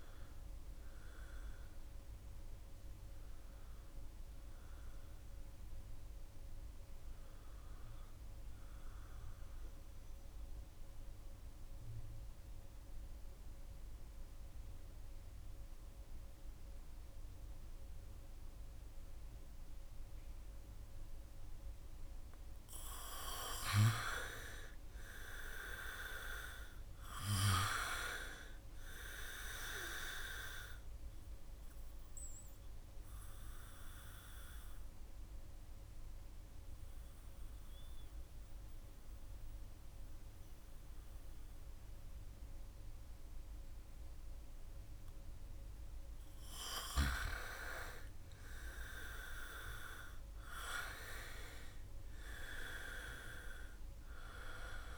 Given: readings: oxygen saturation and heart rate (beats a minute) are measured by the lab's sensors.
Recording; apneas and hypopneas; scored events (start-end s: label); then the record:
breathing in sleep by a room microphone; 2
0.00-12.50 s: oxygen desaturation (device-marked, oxygen 89% lowest, heart rate 67 extreme)
1.00-21.00 s: obstructive apnea (oxygen 98% before, 88% lowest, heart rate 70 before, 67 extreme, up 2 after)
22.50-26.00 s: arousal
29.50-46.50 s: oxygen desaturation (device-marked, oxygen 97% before, 88% lowest, heart rate 69 before, 65 extreme)
31.00-46.00 s: central apnea (oxygen 98% before, 86% lowest, heart rate 69 before, 65 extreme, up 6 after)
47.50-50.50 s: arousal
53.50-54.98 s: oxygen desaturation (device-marked, oxygen 96% before, 90% lowest, heart rate 69 before, 65 extreme)
From the record:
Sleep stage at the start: N2 (light sleep); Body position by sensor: on the back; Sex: male